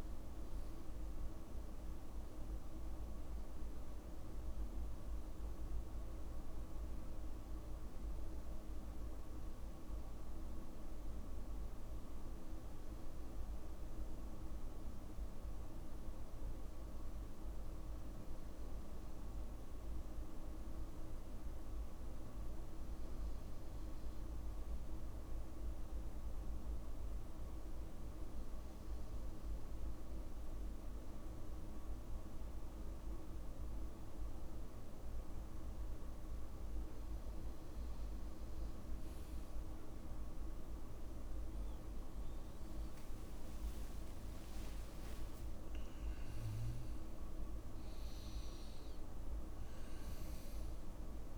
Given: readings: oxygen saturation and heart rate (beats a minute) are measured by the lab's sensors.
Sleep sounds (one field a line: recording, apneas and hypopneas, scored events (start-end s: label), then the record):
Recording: breathing in sleep, hard to hear, by a room microphone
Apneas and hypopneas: 1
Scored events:
25.50-36.50 s: hypopnea (oxygen 96% before, 93% lowest, heart rate 57 before, 51 extreme, up 28 after)
29.50-31.50 s: long interval between heartbeats (device-marked, heart rate 56 before, 61 extreme)
37.50-39.50 s: long interval between heartbeats (device-marked, heart rate 58 before, 73 extreme)
42.50-48.50 s: arousal
44.00-46.00 s: long interval between heartbeats (device-marked, heart rate 64 before, 80 extreme)
From the record:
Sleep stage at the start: N2 (light sleep)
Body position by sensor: on the back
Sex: male